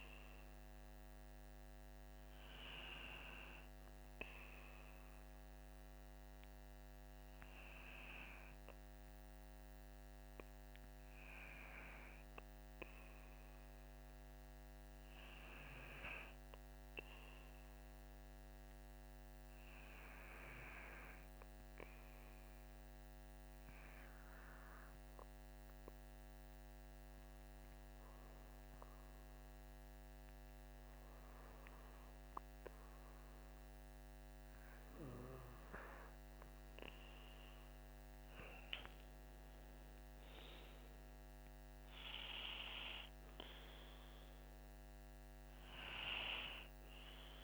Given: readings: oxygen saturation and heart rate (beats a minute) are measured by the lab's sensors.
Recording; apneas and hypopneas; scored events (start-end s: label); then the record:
breathing in sleep by a microphone on the trachea; 1
10.50-33.50 s: hypopnea (oxygen 97% before, 94% lowest, heart rate 52 before, 49 extreme, up 8 after)
38.00-42.50 s: arousal
42.00-47.44 s: oxygen desaturation (device-marked, oxygen 97% before, 94% lowest, heart rate 57 before, 49 extreme)
From the record:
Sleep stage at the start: N2 (light sleep); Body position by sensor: on the back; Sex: male